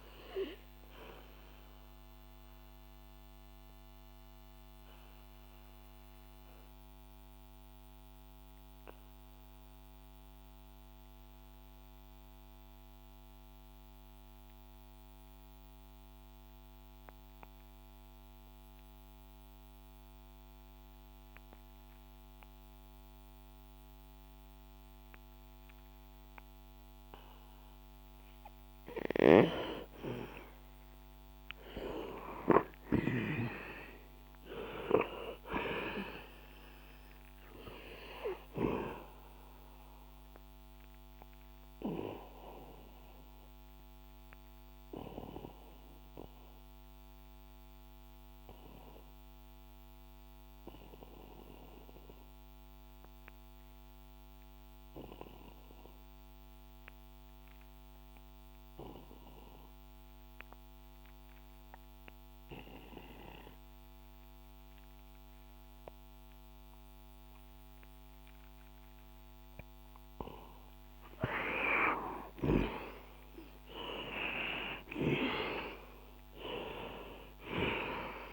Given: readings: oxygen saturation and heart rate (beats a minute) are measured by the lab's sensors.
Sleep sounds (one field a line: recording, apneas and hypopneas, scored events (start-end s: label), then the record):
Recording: breathing in sleep by a microphone on the trachea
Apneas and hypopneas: 2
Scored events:
0.00-6.00 s: oxygen desaturation (device-marked, oxygen 92% lowest, heart rate 61 extreme)
1.00-29.50 s: mixed apnea (oxygen 100% before, 88% lowest, heart rate 69 before, 61 extreme, up 10 after)
15.00-21.00 s: oxygen desaturation (device-marked, oxygen 93% before, 88% lowest, heart rate 67 before, 63 extreme)
32.00-35.50 s: arousal
41.00-70.00 s: obstructive apnea (oxygen 99% before, 87% lowest, heart rate 68 before, 62 extreme, up 8 after)
53.00-62.00 s: oxygen desaturation (device-marked, oxygen 95% before, 91% lowest, heart rate 66 before, 65 extreme)
70.00-78.33 s: oxygen desaturation (device-marked, oxygen 99% before, 87% lowest, heart rate 65 before, 62 extreme)
74.00-78.00 s: arousal
From the record:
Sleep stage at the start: N2 (light sleep)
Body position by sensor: on the back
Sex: male